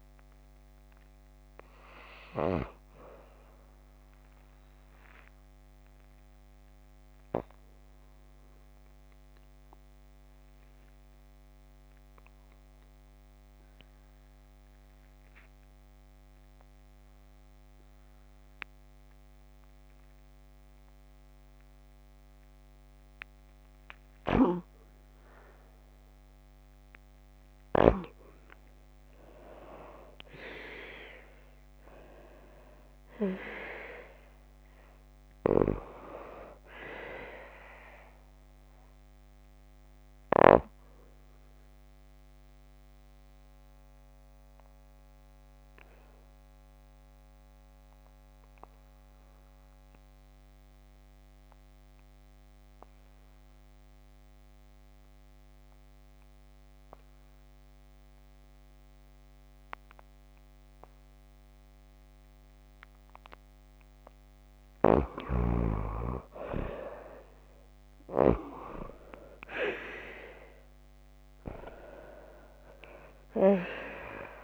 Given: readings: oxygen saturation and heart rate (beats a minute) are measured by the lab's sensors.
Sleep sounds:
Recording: breathing in sleep by a microphone on the trachea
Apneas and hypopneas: 2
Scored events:
4.50-23.00 s: obstructive apnea (oxygen 95% before, 84% lowest, heart rate 62 before, 54 extreme, up 3 after)
25.50-29.50 s: arousal
26.50-43.50 s: oxygen desaturation (device-marked, oxygen 94% before, 84% lowest, heart rate 55 before, 51 extreme)
41.00-63.50 s: obstructive apnea (oxygen 95% before, 88% lowest, heart rate 57 before, 51 extreme, up 16 after)
65.50-74.44 s: oxygen desaturation (device-marked, oxygen 97% before, 88% lowest, heart rate 54 before, 53 extreme)
66.00-70.50 s: arousal
From the record:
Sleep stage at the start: N2 (light sleep)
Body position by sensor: on the back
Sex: female

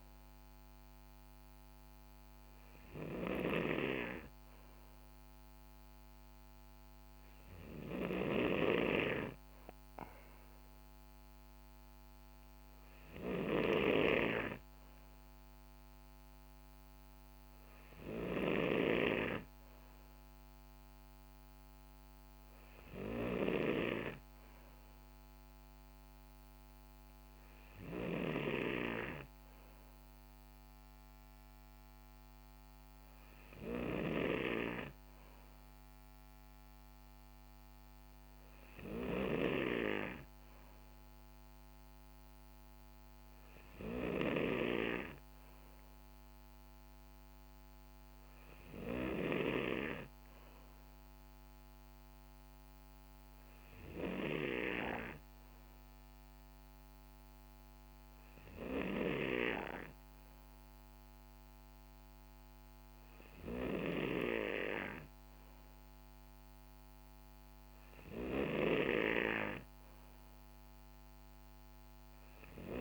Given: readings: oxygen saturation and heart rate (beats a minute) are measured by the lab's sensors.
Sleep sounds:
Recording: breathing in sleep by a microphone on the trachea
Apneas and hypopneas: none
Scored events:
none scored
From the record:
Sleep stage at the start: N2 (light sleep)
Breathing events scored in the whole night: 68 in 7.1 hours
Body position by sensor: on the right side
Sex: male

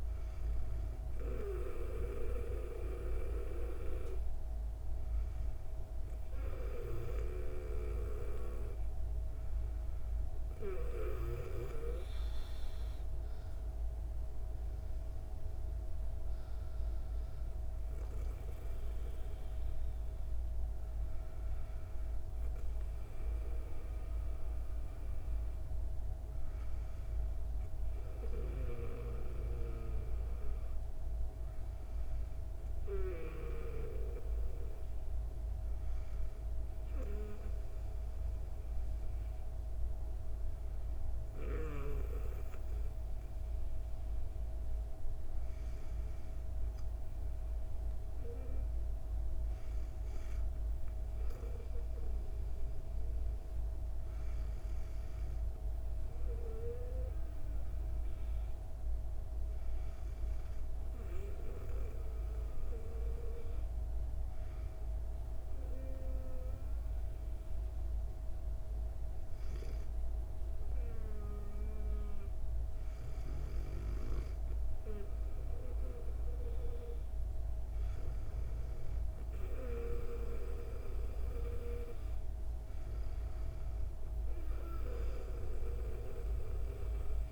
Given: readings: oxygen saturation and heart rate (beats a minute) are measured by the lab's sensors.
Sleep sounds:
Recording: breathing in sleep by a room microphone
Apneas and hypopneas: none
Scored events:
none scored
From the record:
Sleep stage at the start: N2 (light sleep)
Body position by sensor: on the back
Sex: female

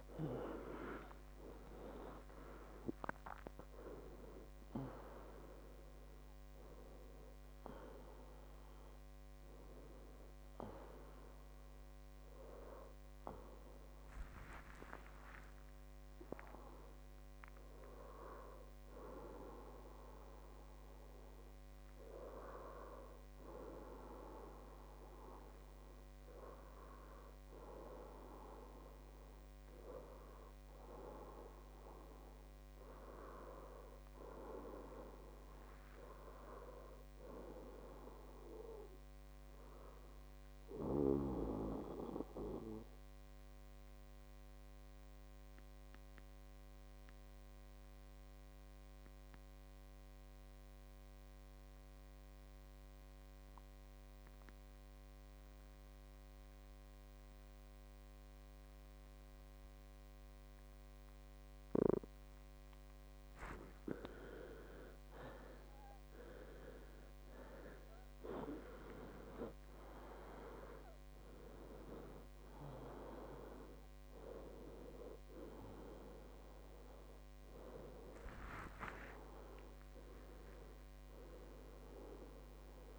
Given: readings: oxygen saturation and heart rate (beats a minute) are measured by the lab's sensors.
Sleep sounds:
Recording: breathing in sleep by a microphone on the trachea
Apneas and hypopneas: 1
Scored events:
0.00-1.50 s: arousal
0.00-28.50 s: oxygen desaturation (device-marked, oxygen 88% lowest, heart rate 55 extreme)
7.00-9.00 s: long interval between heartbeats (device-marked, heart rate 71 before, 89 extreme)
31.00-34.50 s: arousal
41.00-63.50 s: obstructive apnea (oxygen 100% before, 91% lowest, heart rate 73 before, 54 extreme, up 19 after)
60.50-82.99 s: oxygen desaturation (device-marked, oxygen 98% before, 91% lowest, heart rate 59 before, 61 extreme)
65.00-67.50 s: arousal
72.50-82.99 s: new sleep stage, N1 (lightest sleep)
79.00-82.99 s: arousal
From the record:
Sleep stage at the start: N2 (light sleep)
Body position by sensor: on the back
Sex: male

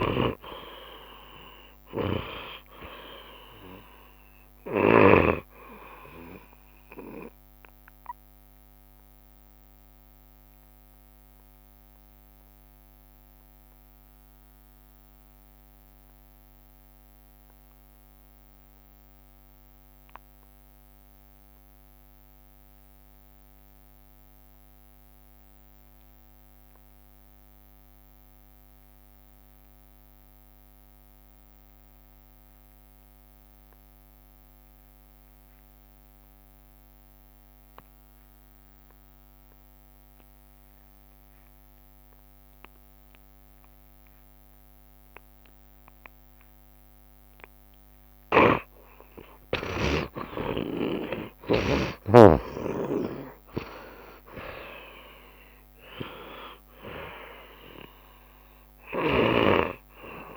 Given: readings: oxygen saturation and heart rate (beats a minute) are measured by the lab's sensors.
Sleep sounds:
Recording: breathing in sleep by a microphone on the trachea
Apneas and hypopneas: 1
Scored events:
0.00-5.50 s: snoring (device-marked)
0.00-23.50 s: oxygen desaturation (device-marked, oxygen 65% lowest, heart rate 66 extreme)
8.50-47.50 s: obstructive apnea (oxygen 74% before, 65% lowest, heart rate 75 before, 66 extreme, up 5 after)
28.50-60.36 s: oxygen desaturation (device-marked, oxygen 90% before, 66% lowest, heart rate 69 before, 67 extreme)
48.50-52.50 s: snoring (device-marked)
48.50-53.00 s: arousal
From the record:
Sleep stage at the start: N2 (light sleep)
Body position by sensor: on the back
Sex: male

